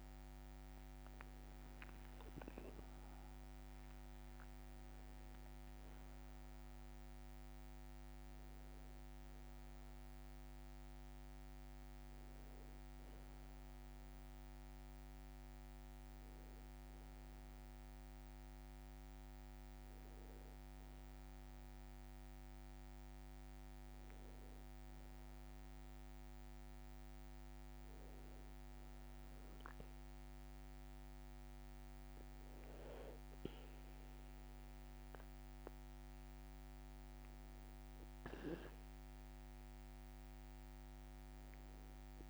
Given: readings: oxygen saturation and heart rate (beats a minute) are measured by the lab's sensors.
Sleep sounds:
breathing in sleep, hard to hear, by a microphone on the trachea; none
28.00-30.00 s: long interval between heartbeats (device-marked, heart rate 58 before, 60 extreme)
From the record:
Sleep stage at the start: N2 (light sleep); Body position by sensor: on the back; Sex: male

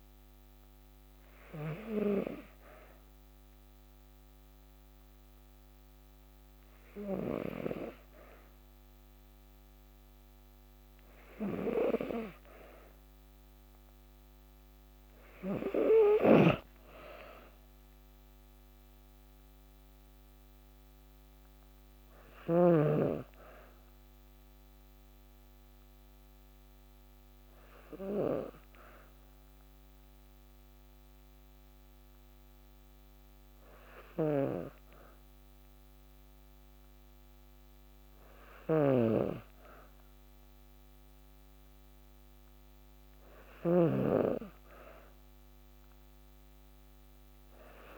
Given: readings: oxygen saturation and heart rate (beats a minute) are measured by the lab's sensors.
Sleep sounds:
breathing in sleep by a microphone on the trachea; none
15.50-22.00 s: snoring (device-marked)
33.50-47.98 s: snoring (device-marked)
From the record:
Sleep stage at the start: N2 (light sleep); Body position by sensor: on the back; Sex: female

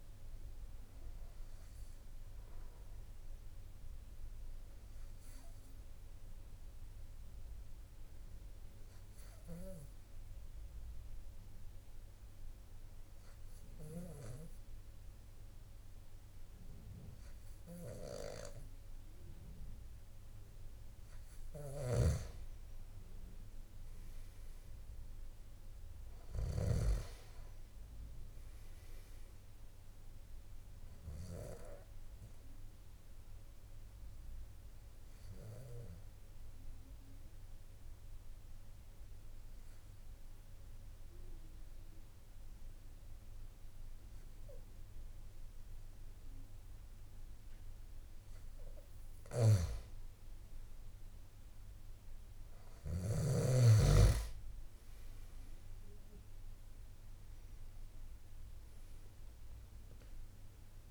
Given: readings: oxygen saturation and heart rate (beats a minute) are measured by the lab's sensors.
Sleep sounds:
breathing in sleep by a room microphone; 2
6.50-19.50 s: obstructive apnea (oxygen 95% before, 92% lowest, heart rate 56 before, 51 extreme, up 7 after)
21.50-26.50 s: snoring (device-marked)
33.00-48.00 s: obstructive apnea (oxygen 97% before, 93% lowest, heart rate 57 before, 51 extreme, up 7 after)
From the record:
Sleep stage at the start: N1 (lightest sleep); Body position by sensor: on the back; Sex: male

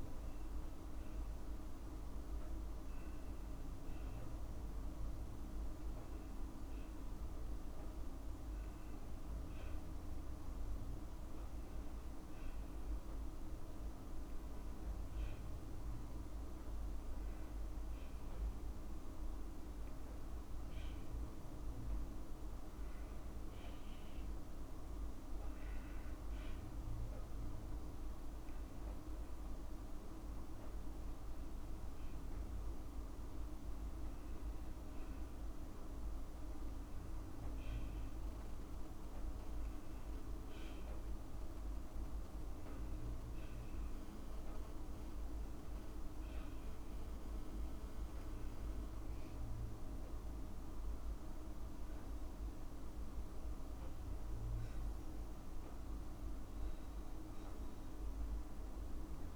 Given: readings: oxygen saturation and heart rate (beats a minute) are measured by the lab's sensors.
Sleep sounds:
breathing in sleep, hard to hear, by a room microphone; none
36.50-38.50 s: long interval between heartbeats (device-marked, heart rate 54 before, 59 extreme)
From the record:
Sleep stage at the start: N2 (light sleep); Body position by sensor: on the back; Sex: female

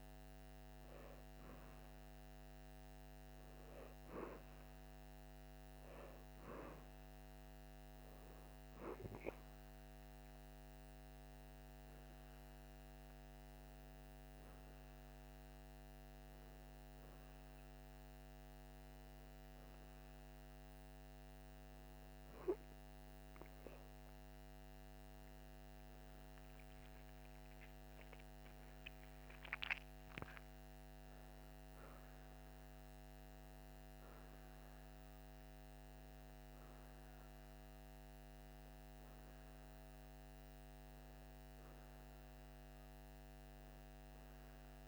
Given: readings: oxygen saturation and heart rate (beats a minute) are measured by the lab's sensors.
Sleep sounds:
breathing in sleep, hard to hear, by a microphone on the trachea; none
25.00-29.50 s: arousal
From the record:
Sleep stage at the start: N2 (light sleep); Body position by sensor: on the right side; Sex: female

